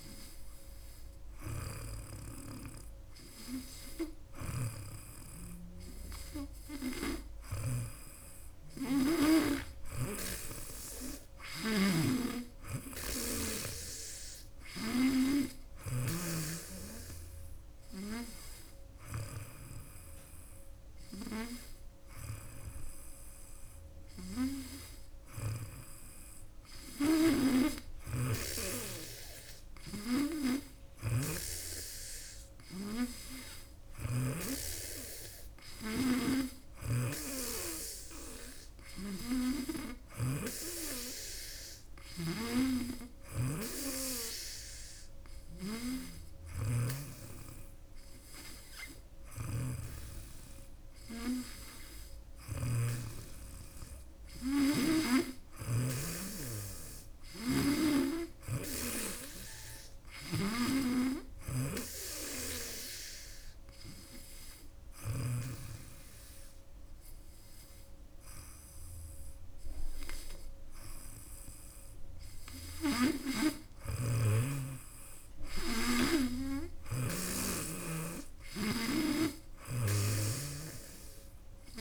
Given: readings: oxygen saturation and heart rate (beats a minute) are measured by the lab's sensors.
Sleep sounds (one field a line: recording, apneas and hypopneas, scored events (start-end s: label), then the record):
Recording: breathing in sleep by a room microphone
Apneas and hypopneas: 1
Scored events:
4.00-7.50 s: snoring (device-marked)
9.50-16.00 s: snoring (device-marked)
27.00-52.50 s: snoring (device-marked)
57.00-65.00 s: snoring (device-marked)
62.50-73.00 s: hypopnea (oxygen 97% before, 95% lowest, heart rate 86 before, 77 extreme, up 5 after)
73.50-77.00 s: snoring (device-marked)
75.50-79.50 s: arousal
From the record:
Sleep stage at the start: N2 (light sleep)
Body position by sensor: on the back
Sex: female